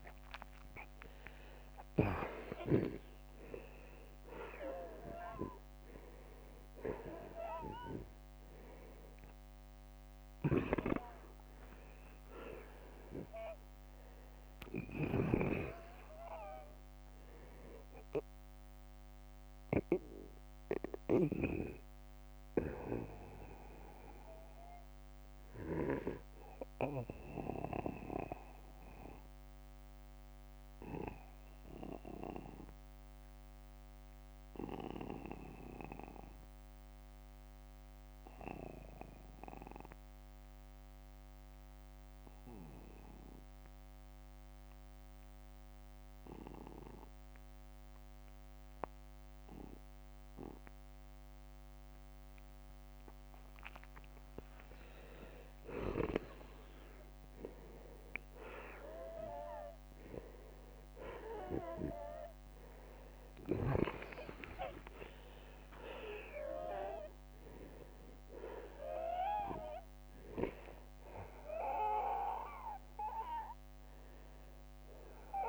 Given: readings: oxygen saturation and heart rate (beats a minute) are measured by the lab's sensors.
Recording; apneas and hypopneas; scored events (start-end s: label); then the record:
breathing in sleep by a microphone on the trachea; 1
0.00-1.00 s: arousal
6.00-8.00 s: long interval between heartbeats (device-marked, heart rate 55 before, 65 extreme)
11.00-13.00 s: long interval between heartbeats (device-marked, heart rate 61 before, 75 extreme)
19.00-42.00 s: oxygen desaturation (device-marked, oxygen 94% before, 86% lowest, heart rate 69 before, 43 extreme)
20.00-53.00 s: obstructive apnea (oxygen 96% before, 86% lowest, heart rate 69 before, 43 extreme, up 11 after)
39.00-41.00 s: long interval between heartbeats (device-marked, heart rate 55 before, 51 extreme)
47.00-49.00 s: long interval between heartbeats (device-marked, heart rate 51 before, 47 extreme)
59.00-61.00 s: long interval between heartbeats (device-marked, heart rate 49 before, 46 extreme)
60.00-75.49 s: oxygen desaturation (device-marked, oxygen 96% before, 92% lowest, heart rate 49 before, 52 extreme)
63.00-68.00 s: arousal
From the record:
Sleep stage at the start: N2 (light sleep); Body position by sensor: on the back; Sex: male